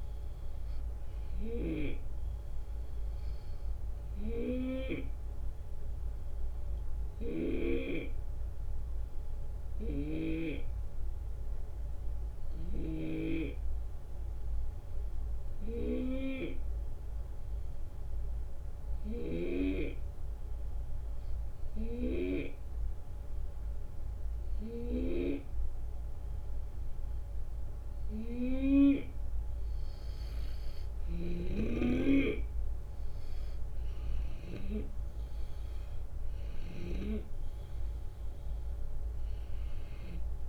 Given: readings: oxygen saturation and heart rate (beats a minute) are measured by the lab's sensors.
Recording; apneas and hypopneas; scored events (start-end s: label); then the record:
breathing in sleep by a room microphone; 1
0.00-1.50 s: arousal
1.00-7.50 s: snoring (device-marked)
5.50-27.00 s: hypopnea (oxygen 94% before, 89% lowest, heart rate 71 before, 72 extreme, up 4 after)
9.50-13.00 s: snoring (device-marked)
19.00-37.00 s: snoring (device-marked)
32.50-36.50 s: arousal
33.50-40.49 s: drop in pulse transit time (device-marked, heart rate 74 before, 72 extreme)
From the record:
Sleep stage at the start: N2 (light sleep); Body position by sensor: on the left side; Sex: male